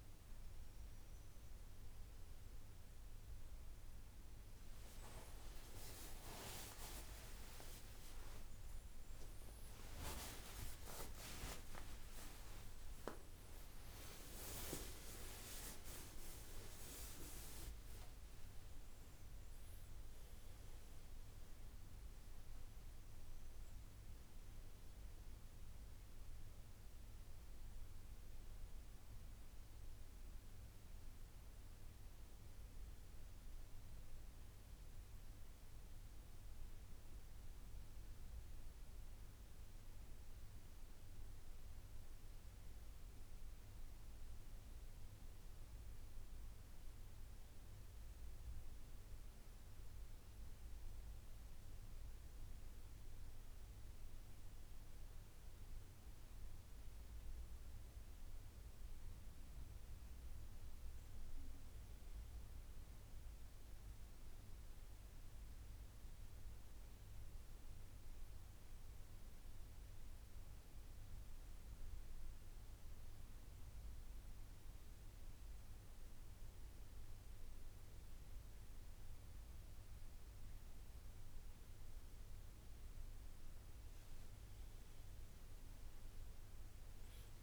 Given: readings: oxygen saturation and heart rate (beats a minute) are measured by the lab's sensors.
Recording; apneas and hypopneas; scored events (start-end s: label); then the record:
a person partly awake in a sleep study, by a room microphone; 1
0.00-17.00 s: oxygen desaturation (device-marked, oxygen 91% lowest, heart rate 78 extreme)
21.00-51.00 s: new sleep stage, N1 (lightest sleep)
51.00-87.43 s: new sleep stage, N2 (light sleep)
72.50-83.00 s: central apnea (oxygen 99% before, 93% lowest, heart rate 75 before, 73 extreme, up 11 after)
84.50-87.43 s: arousal
From the record:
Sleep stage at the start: awake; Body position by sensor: on the right side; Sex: male